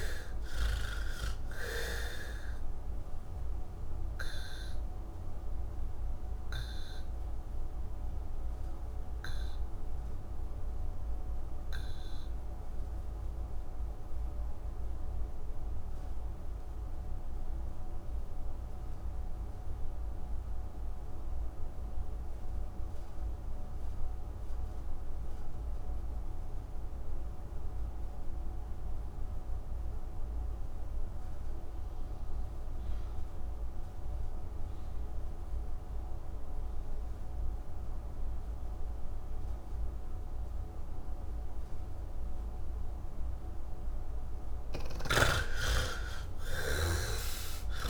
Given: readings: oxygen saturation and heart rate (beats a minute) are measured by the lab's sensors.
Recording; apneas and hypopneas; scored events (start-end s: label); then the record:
breathing in sleep by a room microphone; 1
0.00-20.00 s: oxygen desaturation (device-marked, oxygen 64% lowest, heart rate 66 extreme)
3.50-43.00 s: obstructive apnea (oxygen 85% before, 64% lowest, heart rate 122 before, 60 extreme, up 57 after)
35.00-47.90 s: oxygen desaturation (device-marked, oxygen 93% before, 66% lowest, heart rate 108 before, 57 extreme)
44.50-47.90 s: snoring (device-marked)
From the record:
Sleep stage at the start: N1 (lightest sleep); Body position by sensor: on the back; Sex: male